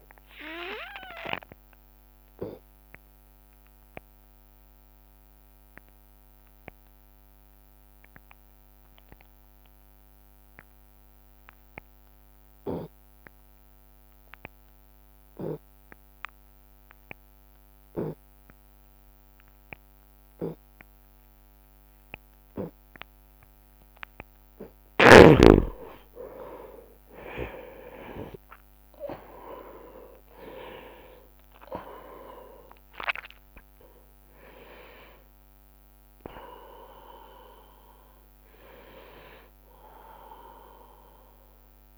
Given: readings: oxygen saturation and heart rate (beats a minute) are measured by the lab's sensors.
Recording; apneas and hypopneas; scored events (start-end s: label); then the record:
breathing in sleep by a microphone on the trachea; 1
0.00-1.00 s: arousal
4.50-23.50 s: obstructive apnea (oxygen 99% before, 86% lowest)
13.50-23.50 s: oxygen desaturation (device-marked, oxygen 95% before, 89% lowest)
25.50-31.00 s: arousal
25.50-41.97 s: oxygen desaturation (device-marked, oxygen 96% before, 90% lowest)
From the record:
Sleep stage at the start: N2 (light sleep); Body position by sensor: on the right side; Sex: male